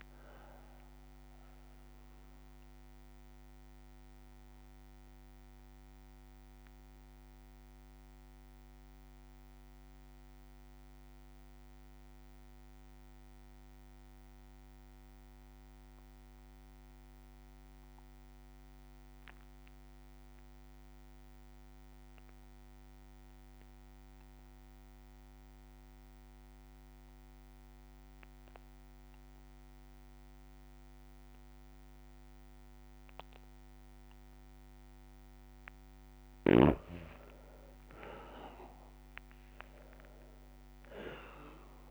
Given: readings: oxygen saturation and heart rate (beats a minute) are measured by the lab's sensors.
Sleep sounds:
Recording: breathing in sleep by a microphone on the trachea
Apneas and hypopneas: 1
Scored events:
0.00-17.00 s: oxygen desaturation (device-marked, oxygen 92% lowest, heart rate 57 extreme)
2.00-19.00 s: bradycardia (device-marked, heart rate 61 before, 57 extreme)
2.00-33.50 s: obstructive apnea (oxygen 99% before, 92% lowest, heart rate 64 before, 56 extreme, up 2 after)
27.00-34.00 s: bradycardia (device-marked, heart rate 61 before, 59 extreme)
29.00-41.91 s: oxygen desaturation (device-marked, oxygen 99% before, 92% lowest, heart rate 58 before, 56 extreme)
36.50-40.50 s: arousal
From the record:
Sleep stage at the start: N2 (light sleep)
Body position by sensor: on the back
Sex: male

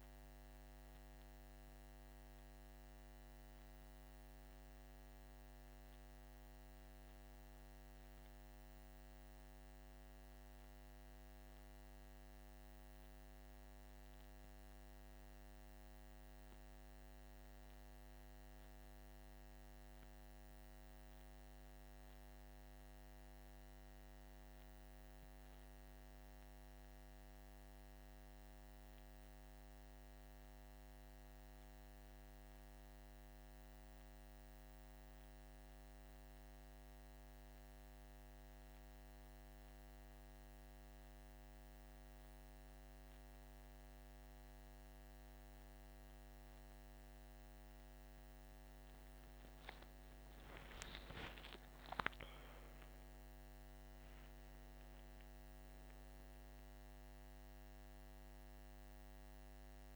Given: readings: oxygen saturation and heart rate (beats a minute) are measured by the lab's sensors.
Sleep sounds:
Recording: breathing in sleep, hard to hear, by a microphone on the trachea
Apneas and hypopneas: none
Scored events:
48.00-52.50 s: arousal
From the record:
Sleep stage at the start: N1 (lightest sleep)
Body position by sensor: on the back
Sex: male

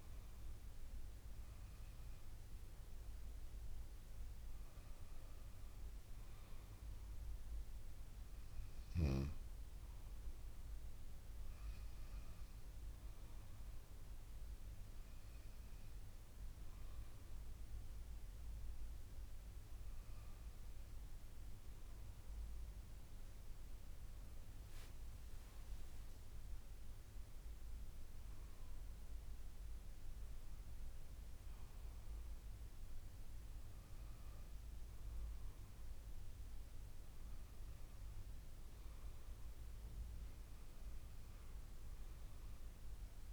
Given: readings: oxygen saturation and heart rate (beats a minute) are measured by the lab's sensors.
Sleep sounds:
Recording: breathing in sleep, hard to hear, by a room microphone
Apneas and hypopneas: 1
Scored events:
12.50-23.00 s: hypopnea (oxygen 97% before, 96% lowest, heart rate 57 before, 52 extreme, up 10 after)
25.00-29.00 s: arousal
From the record:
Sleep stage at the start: N2 (light sleep)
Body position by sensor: on the back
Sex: female

